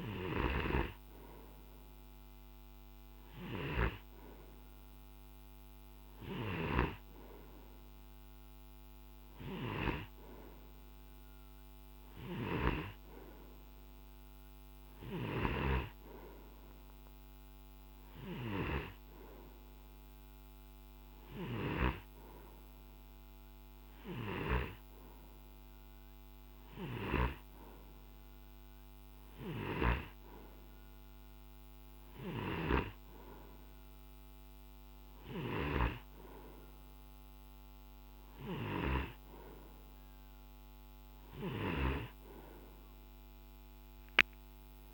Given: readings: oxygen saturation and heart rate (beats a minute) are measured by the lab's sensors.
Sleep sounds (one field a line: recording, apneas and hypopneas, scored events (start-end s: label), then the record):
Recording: breathing in sleep by a microphone on the trachea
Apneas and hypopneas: none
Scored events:
0.00-13.00 s: snoring (device-marked)
15.00-22.00 s: snoring (device-marked)
24.00-27.50 s: snoring (device-marked)
29.50-42.00 s: snoring (device-marked)
From the record:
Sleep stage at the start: N2 (light sleep)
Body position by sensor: on the right side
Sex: male